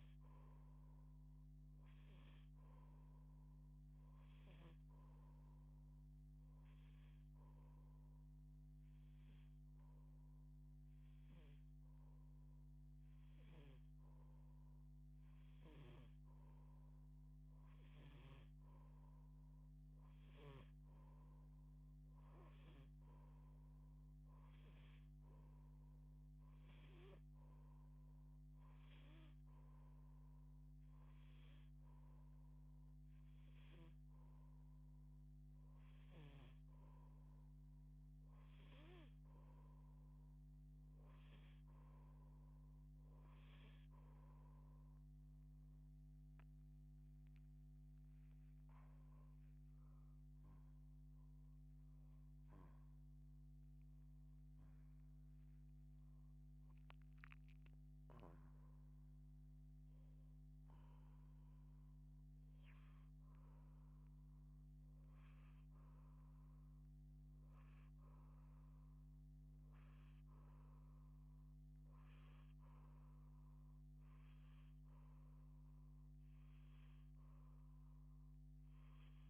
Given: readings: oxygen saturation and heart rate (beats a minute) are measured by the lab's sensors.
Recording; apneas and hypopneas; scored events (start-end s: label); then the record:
breathing in sleep, hard to hear, by a microphone on the trachea; none
15.00-20.00 s: snoring (device-marked)
47.50-54.00 s: arousal
From the record:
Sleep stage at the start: N2 (light sleep); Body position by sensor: on the back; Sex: female